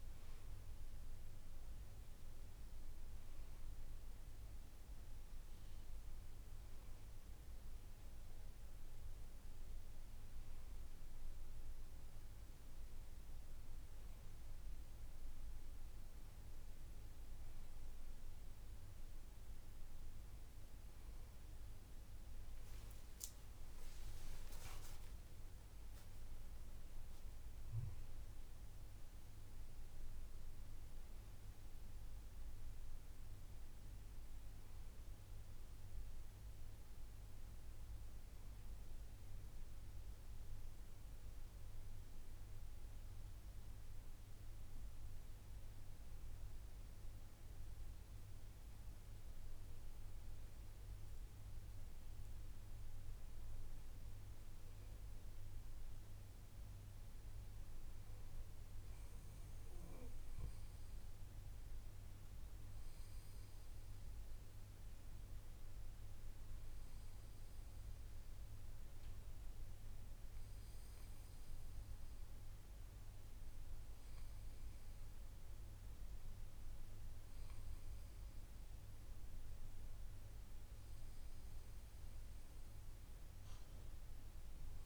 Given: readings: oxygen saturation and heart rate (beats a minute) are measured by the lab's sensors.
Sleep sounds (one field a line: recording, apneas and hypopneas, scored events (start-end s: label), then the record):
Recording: breathing in sleep, hard to hear, by a room microphone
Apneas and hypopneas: none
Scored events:
none scored
From the record:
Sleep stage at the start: N2 (light sleep)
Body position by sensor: on the back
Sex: male